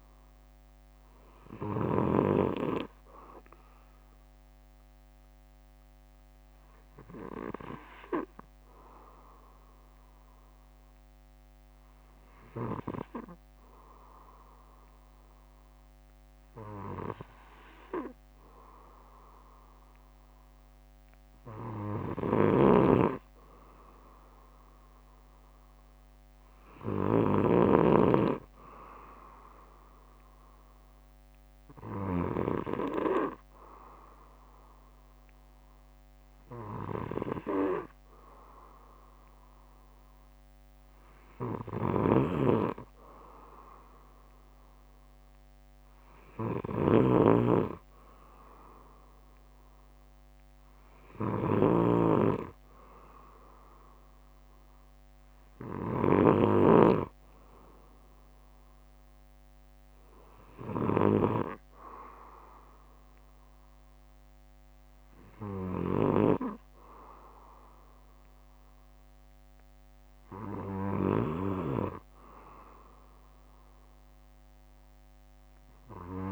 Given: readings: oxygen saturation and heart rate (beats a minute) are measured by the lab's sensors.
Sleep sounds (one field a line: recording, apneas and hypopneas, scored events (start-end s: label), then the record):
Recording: breathing in sleep by a microphone on the trachea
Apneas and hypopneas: 1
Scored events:
0.00-2.50 s: snoring (device-marked)
0.00-4.50 s: bradycardia (device-marked, heart rate 50 extreme)
5.50-17.50 s: hypopnea (oxygen 96% before, 94% lowest, heart rate 59 before, 55 extreme, up 3 after)
16.50-33.50 s: bradycardia (device-marked, heart rate 60 before, 55 extreme)
19.50-23.50 s: arousal
22.50-28.00 s: snoring (device-marked)
42.00-56.50 s: snoring (device-marked)
45.50-48.50 s: bradycardia (device-marked, heart rate 60 before, 59 extreme)
49.50-52.50 s: bradycardia (device-marked, heart rate 60 before, 59 extreme)
54.50-56.50 s: bradycardia (device-marked, heart rate 60 before, 59 extreme)
64.50-67.50 s: bradycardia (device-marked, heart rate 60 before, 60 extreme)
68.50-75.50 s: bradycardia (device-marked, heart rate 60 before, 58 extreme)
From the record:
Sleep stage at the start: N2 (light sleep)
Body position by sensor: on the back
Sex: male